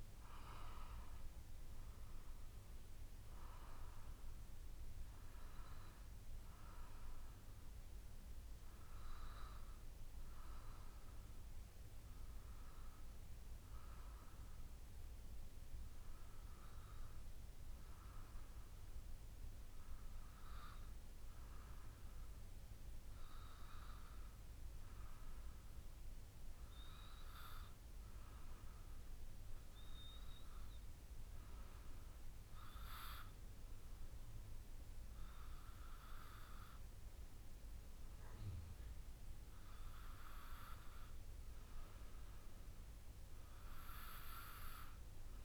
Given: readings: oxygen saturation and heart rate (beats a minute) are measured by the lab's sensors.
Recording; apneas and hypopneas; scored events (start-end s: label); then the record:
breathing in sleep by a room microphone; none
none scored
From the record:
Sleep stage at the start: N2 (light sleep); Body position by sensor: on the back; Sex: female